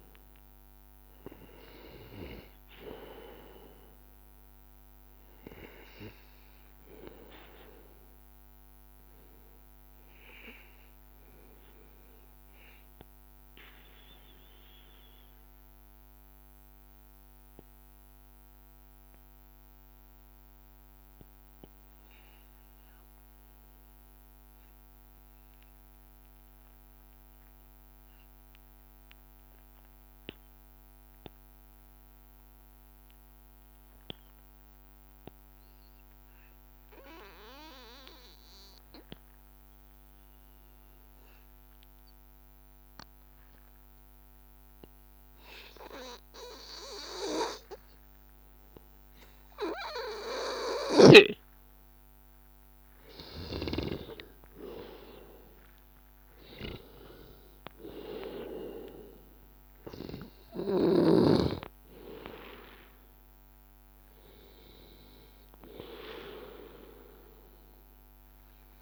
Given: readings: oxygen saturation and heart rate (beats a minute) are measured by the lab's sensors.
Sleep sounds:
breathing in sleep by a microphone on the trachea; 1
0.00-1.50 s: long interval between heartbeats (device-marked, heart rate 86 extreme)
0.00-19.50 s: oxygen desaturation (device-marked, oxygen 93% lowest, heart rate 81 extreme)
12.00-46.50 s: mixed apnea (oxygen 97% before, 93% lowest, heart rate 85 before, 81 extreme, up 2 after)
44.50-68.82 s: oxygen desaturation (device-marked, oxygen 98% before, 93% lowest, heart rate 83 before, 82 extreme)
48.50-52.50 s: arousal
From the record:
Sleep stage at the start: REM sleep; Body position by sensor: on the back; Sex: male

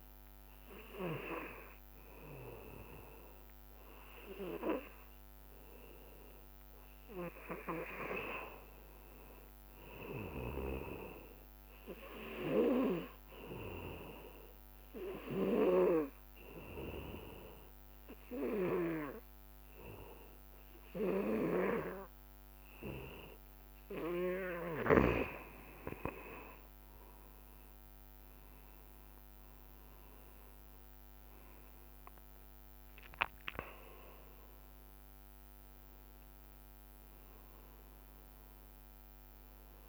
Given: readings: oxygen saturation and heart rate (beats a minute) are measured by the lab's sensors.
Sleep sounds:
breathing in sleep by a microphone on the trachea; 1
5.50-8.50 s: arousal
13.50-26.50 s: obstructive apnea (oxygen 99% before, 92% lowest, heart rate 62 before, 60 extreme, up 6 after)
19.50-39.89 s: oxygen desaturation (device-marked, oxygen 97% before, 92% lowest, heart rate 61 before, 60 extreme)
28.50-33.50 s: arousal
From the record:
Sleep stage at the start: N2 (light sleep); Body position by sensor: on the back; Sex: male

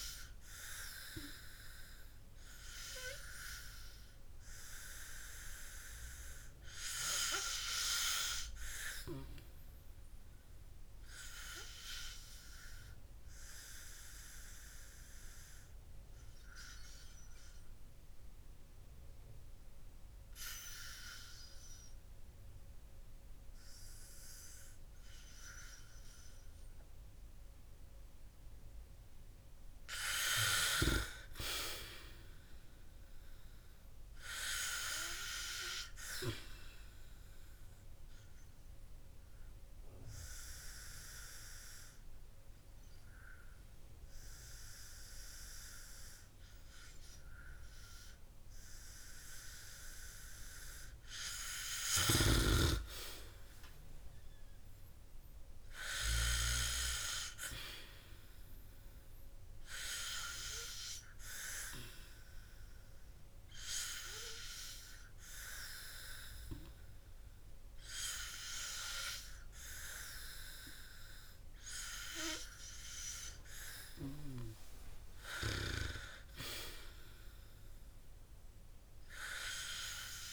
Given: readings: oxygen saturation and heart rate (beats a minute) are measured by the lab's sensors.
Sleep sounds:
breathing in sleep by a room microphone; 2
0.00-12.50 s: oxygen desaturation (device-marked, oxygen 92% lowest, heart rate 57 extreme)
16.00-29.50 s: obstructive apnea (oxygen 97% before, 90% lowest, heart rate 62 before, 65 extreme, up 10 after)
32.00-35.50 s: arousal
40.00-51.00 s: hypopnea (oxygen 97% before, 90% lowest, heart rate 70 before, 52 extreme, up 6 after)
53.50-58.00 s: arousal
56.50-74.50 s: oxygen desaturation (device-marked, oxygen 95% before, 90% lowest, heart rate 70 before, 52 extreme)
From the record:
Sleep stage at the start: N2 (light sleep); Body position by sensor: on the back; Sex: male

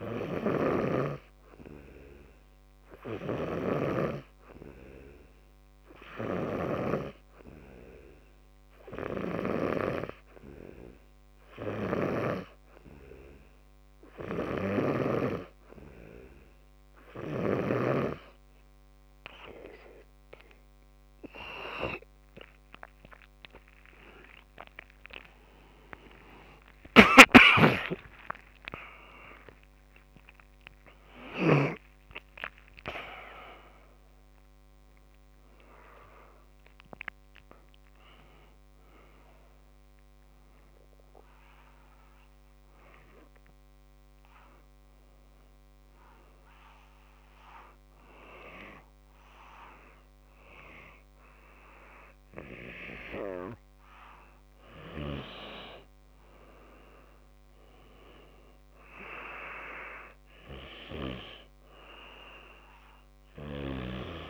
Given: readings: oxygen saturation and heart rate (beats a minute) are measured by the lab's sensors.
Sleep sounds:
breathing in sleep by a microphone on the trachea; 2
8.50-20.00 s: hypopnea (oxygen 91% before, 89% lowest, heart rate 62 before, 63 extreme, up 17 after)
26.00-32.00 s: tachycardia (device-marked, heart rate 63 before, 113 extreme)
27.00-32.00 s: arousal
27.50-32.00 s: snoring (device-marked)
29.50-31.50 s: long interval between heartbeats (device-marked, heart rate 68 before, 109 extreme)
46.50-56.50 s: hypopnea (oxygen 91% before, 91% lowest, heart rate 91 before, 55 extreme, up 6 after)
59.00-62.50 s: arousal
From the record:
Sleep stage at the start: N2 (light sleep); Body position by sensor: on the back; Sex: male

